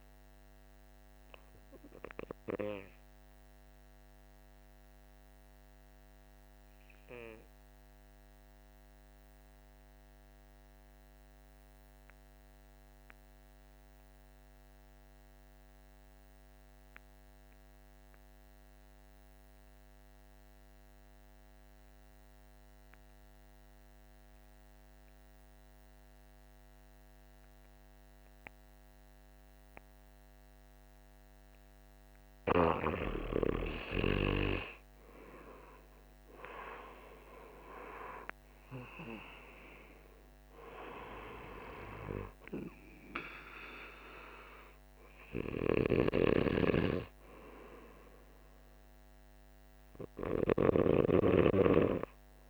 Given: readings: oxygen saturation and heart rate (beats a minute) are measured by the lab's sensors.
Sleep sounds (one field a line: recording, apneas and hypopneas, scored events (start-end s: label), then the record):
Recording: breathing in sleep by a microphone on the trachea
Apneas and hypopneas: 1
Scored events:
0.00-10.00 s: oxygen desaturation (device-marked, oxygen 82% lowest, heart rate 47 extreme)
4.00-32.50 s: mixed apnea (oxygen 96% before, 82% lowest, heart rate 57 before, 48 extreme, up 14 after)
28.00-52.50 s: oxygen desaturation (device-marked, oxygen 98% before, 83% lowest, heart rate 50 before, 48 extreme)
34.00-37.00 s: arousal
From the record:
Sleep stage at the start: N2 (light sleep)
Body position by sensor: on the back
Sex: male